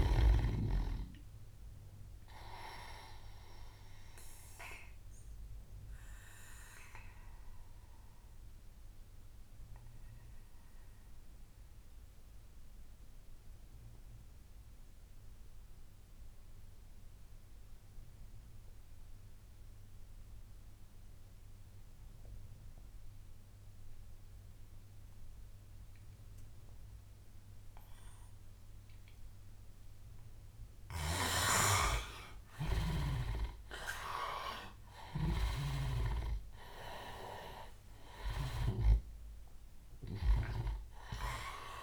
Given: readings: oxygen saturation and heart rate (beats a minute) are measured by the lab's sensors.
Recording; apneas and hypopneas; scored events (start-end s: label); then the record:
breathing in sleep by a room microphone; 1
0.00-11.50 s: oxygen desaturation (device-marked, oxygen 86% lowest, heart rate 71 extreme)
2.50-28.50 s: obstructive apnea (oxygen 98% before, 83% lowest, heart rate 86 before, 71 extreme, up 11 after)
28.50-41.83 s: oxygen desaturation (device-marked, oxygen 99% before, 83% lowest, heart rate 75 before, 75 extreme)
31.00-35.50 s: arousal
From the record:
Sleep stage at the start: N2 (light sleep); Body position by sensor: on the back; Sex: male